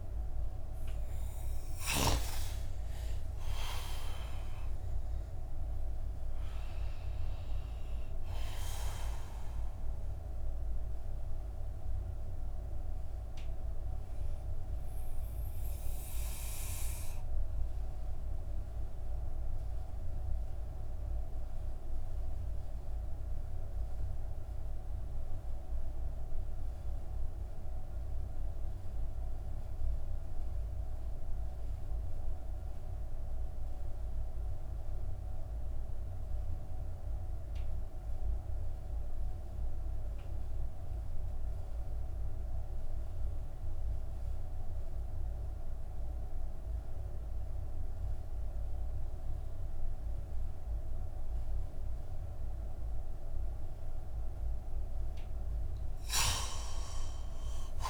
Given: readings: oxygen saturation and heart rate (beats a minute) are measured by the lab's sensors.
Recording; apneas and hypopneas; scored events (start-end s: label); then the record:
breathing in sleep, hard to hear, by a room microphone; 1
0.00-1.50 s: snoring (device-marked)
10.50-53.00 s: obstructive apnea (oxygen 97% before, 88% lowest)
55.50-57.90 s: arousal
From the record:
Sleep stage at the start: N2 (light sleep); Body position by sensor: on the back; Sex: male